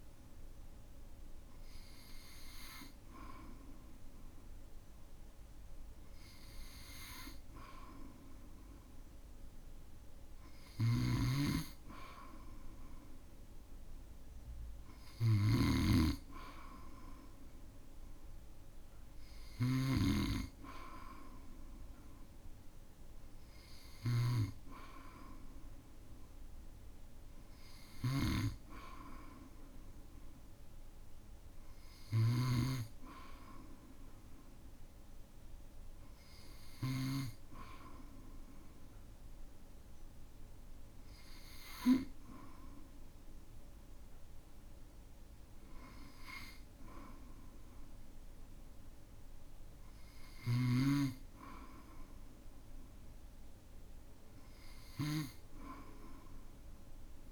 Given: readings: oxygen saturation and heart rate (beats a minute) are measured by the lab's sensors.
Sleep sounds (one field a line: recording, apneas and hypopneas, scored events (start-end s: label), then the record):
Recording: breathing in sleep by a room microphone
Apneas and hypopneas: none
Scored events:
10.50-37.00 s: snoring (device-marked)
From the record:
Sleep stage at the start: N2 (light sleep)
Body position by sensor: on the back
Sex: male